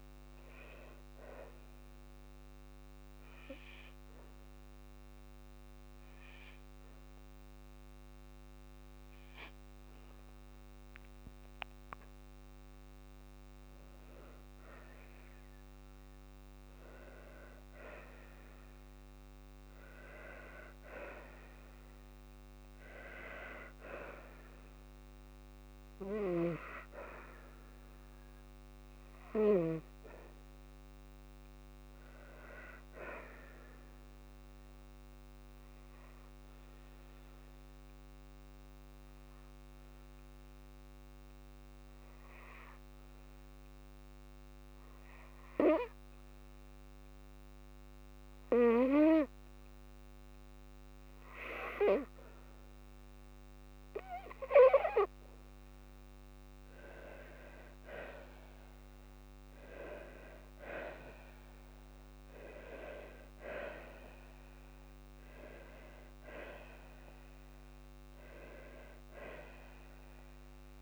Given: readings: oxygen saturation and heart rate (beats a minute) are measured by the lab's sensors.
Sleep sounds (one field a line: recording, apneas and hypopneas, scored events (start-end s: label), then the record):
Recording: breathing in sleep by a microphone on the trachea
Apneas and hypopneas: 2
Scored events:
3.00-14.50 s: obstructive apnea (oxygen 99% before, 94% lowest, heart rate 71 before, 55 extreme, up 1 after)
4.50-20.50 s: oxygen desaturation (device-marked, oxygen 97% before, 94% lowest, heart rate 71 before, 53 extreme)
22.00-26.00 s: arousal
34.00-52.50 s: obstructive apnea (oxygen 98% before, 93% lowest, heart rate 56 before, 53 extreme, up 5 after)
56.00-59.50 s: arousal
From the record:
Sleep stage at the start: N2 (light sleep)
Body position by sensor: on the left side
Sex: female